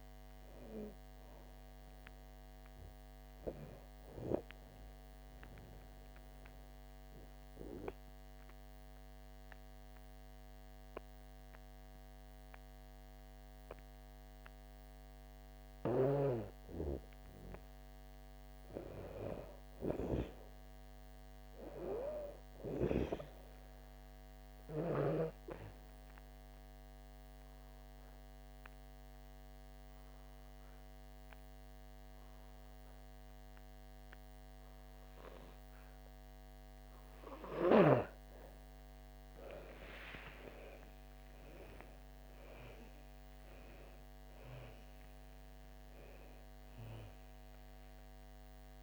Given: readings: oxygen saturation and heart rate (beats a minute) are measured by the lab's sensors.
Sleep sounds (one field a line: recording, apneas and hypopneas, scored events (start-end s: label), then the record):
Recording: breathing in sleep by a microphone on the trachea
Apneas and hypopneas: 2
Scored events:
0.00-24.00 s: oxygen desaturation (device-marked, oxygen 96% before, 91% lowest, heart rate 64 before, 59 extreme)
6.50-17.00 s: obstructive apnea (oxygen 96% before, 91% lowest, heart rate 66 before, 60 extreme, up 9 after)
19.50-23.50 s: arousal
27.00-37.50 s: obstructive apnea (oxygen 99% before, 92% lowest, heart rate 63 before, 59 extreme, up 4 after)
37.00-44.00 s: oxygen desaturation (device-marked, oxygen 98% before, 94% lowest, heart rate 67 before, 59 extreme)
39.50-45.00 s: arousal
From the record:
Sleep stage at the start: N2 (light sleep)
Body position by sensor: on the back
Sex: female